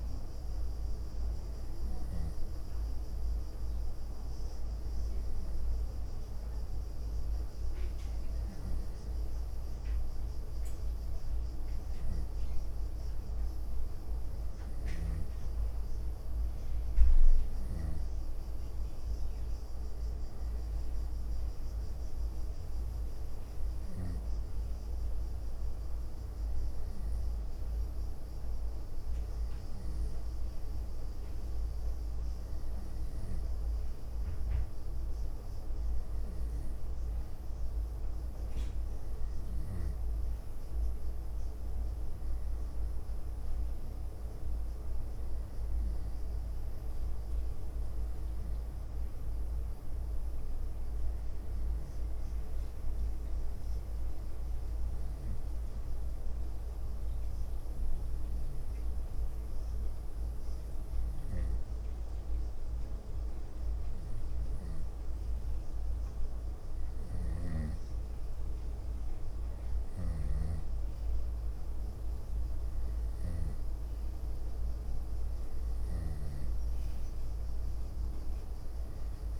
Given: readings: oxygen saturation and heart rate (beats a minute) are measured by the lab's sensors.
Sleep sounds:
breathing in sleep, hard to hear, by a room microphone; none
0.50-10.50 s: leg movement (device-marked)
14.00-16.00 s: leg movement (device-marked)
16.50-18.50 s: leg movement (device-marked)
19.50-22.00 s: leg movement (device-marked)
42.00-44.00 s: leg movement (device-marked)
45.00-47.00 s: leg movement (device-marked)
48.00-49.50 s: leg movement (device-marked)
50.50-53.00 s: leg movement (device-marked)
54.00-56.00 s: leg movement (device-marked)
67.00-76.50 s: snoring (device-marked)
72.50-74.50 s: leg movement (device-marked)
75.00-77.00 s: leg movement (device-marked)
78.00-79.40 s: leg movement (device-marked)
From the record:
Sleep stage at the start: N2 (light sleep); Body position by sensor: on the right side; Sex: female

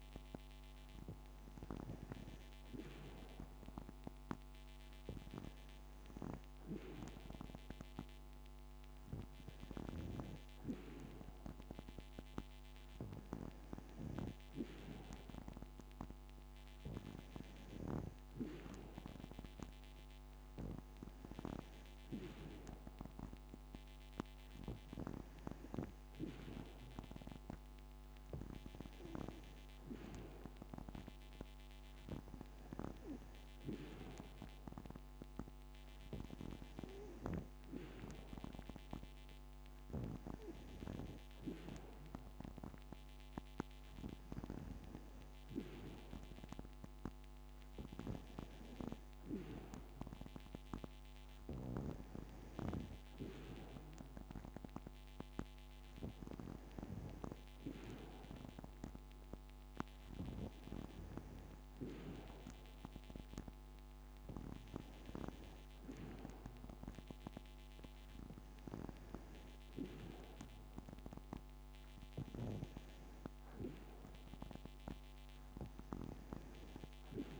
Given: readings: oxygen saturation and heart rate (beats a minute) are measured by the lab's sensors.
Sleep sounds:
breathing in sleep by a microphone on the trachea; none
none scored
From the record:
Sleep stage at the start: N2 (light sleep); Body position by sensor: on the back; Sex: female

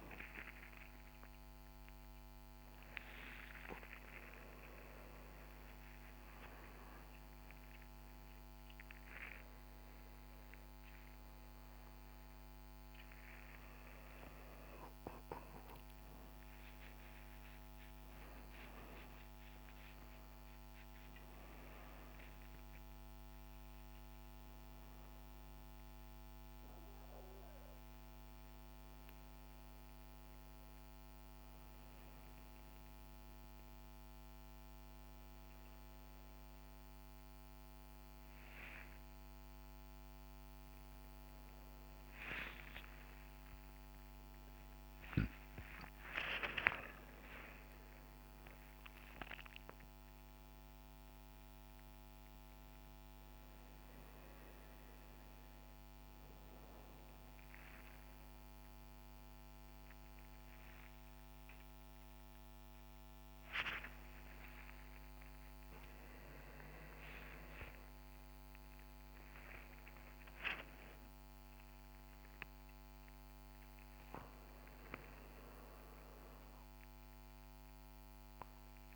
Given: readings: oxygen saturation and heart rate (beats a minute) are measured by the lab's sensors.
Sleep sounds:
a person awake in a sleep study, by a microphone on the trachea; none
18.50-29.50 s: oxygen desaturation (device-marked, oxygen 98% before, 94% lowest)
69.50-78.50 s: oxygen desaturation (device-marked, oxygen 98% before, 94% lowest)
From the record:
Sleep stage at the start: awake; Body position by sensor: upright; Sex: male

